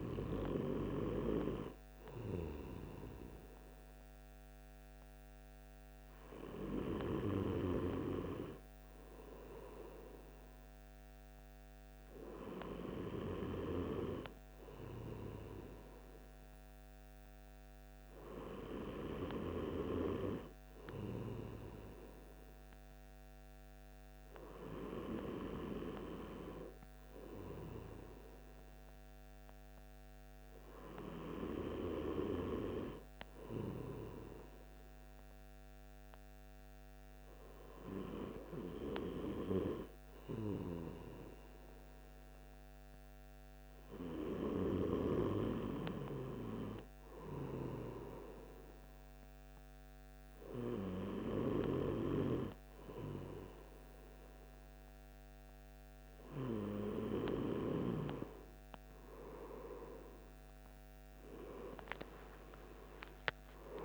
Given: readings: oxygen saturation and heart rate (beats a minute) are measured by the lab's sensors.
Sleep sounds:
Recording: breathing in sleep by a microphone on the trachea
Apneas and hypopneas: none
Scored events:
none scored
From the record:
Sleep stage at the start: N2 (light sleep)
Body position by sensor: on the right side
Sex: male

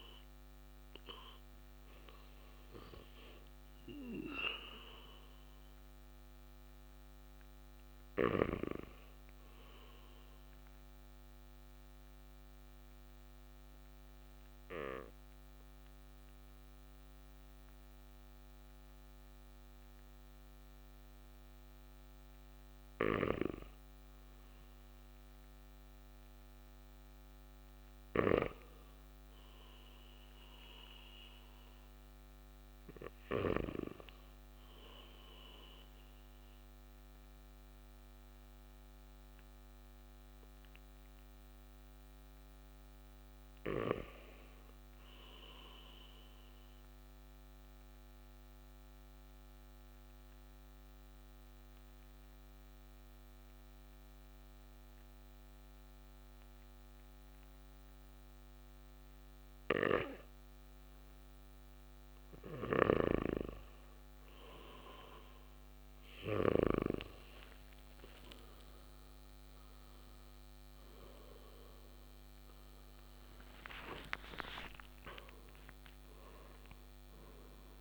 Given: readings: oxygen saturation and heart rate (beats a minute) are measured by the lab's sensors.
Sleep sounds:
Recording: breathing in sleep by a microphone on the trachea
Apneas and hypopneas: 2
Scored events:
0.00-16.50 s: oxygen desaturation (device-marked, oxygen 92% lowest, heart rate 52 extreme)
10.00-23.50 s: mixed apnea (oxygen 97% before, 92% lowest, heart rate 59 before, 52 extreme, up 5 after)
25.00-29.50 s: arousal
47.00-60.50 s: obstructive apnea (oxygen 97% before, 93% lowest, heart rate 56 before, 54 extreme, up 30 after)
62.50-66.50 s: snoring (device-marked)
66.50-71.50 s: tachycardia (device-marked, heart rate 59 before, 106 extreme)
69.50-75.50 s: arousal
From the record:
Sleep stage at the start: N2 (light sleep)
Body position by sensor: on the right side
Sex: male

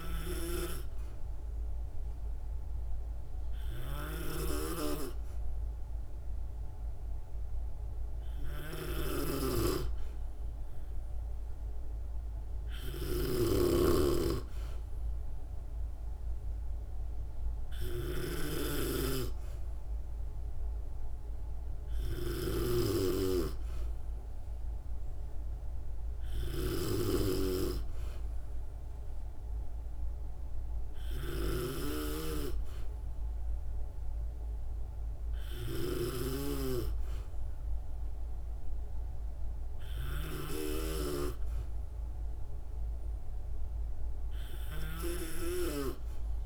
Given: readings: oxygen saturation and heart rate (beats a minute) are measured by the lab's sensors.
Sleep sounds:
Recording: breathing in sleep by a room microphone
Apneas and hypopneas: none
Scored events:
0.00-46.46 s: snoring (device-marked)
From the record:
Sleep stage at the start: N2 (light sleep)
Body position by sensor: on the back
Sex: female

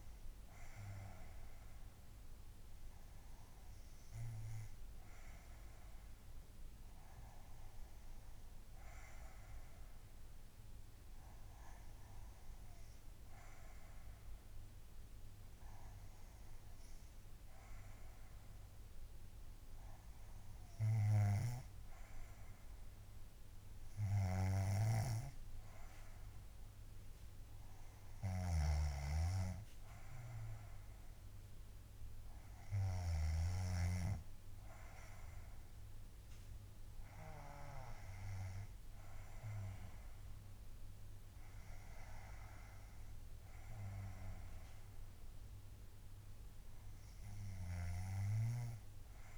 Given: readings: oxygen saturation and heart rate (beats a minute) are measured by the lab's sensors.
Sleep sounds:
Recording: breathing in sleep by a room microphone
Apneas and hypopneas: none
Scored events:
25.00-33.50 s: snoring (device-marked)
From the record:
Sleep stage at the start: N2 (light sleep)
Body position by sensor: on the back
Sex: female

